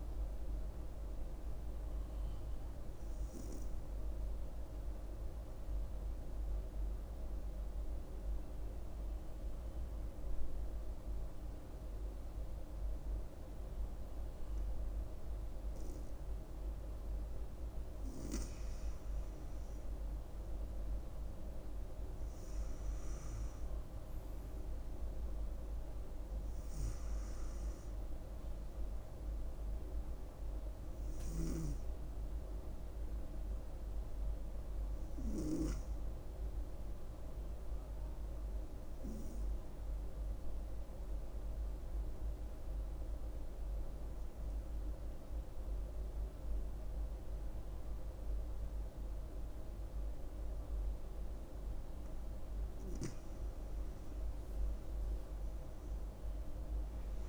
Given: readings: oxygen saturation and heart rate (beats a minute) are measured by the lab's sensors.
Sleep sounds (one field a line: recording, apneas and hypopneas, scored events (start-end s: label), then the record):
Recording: breathing in sleep, hard to hear, by a room microphone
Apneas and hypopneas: 2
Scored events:
6.00-17.50 s: obstructive apnea (oxygen 97% before, 93% lowest, heart rate 68 before, 66 extreme, up 5 after)
19.50-23.50 s: arousal
41.50-52.50 s: obstructive apnea (oxygen 96% before, 93% lowest, heart rate 69 before, 64 extreme, up 8 after)
44.00-54.00 s: oxygen desaturation (device-marked, oxygen 96% before, 93% lowest, heart rate 69 before, 64 extreme)
From the record:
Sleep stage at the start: N2 (light sleep)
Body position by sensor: on the front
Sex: female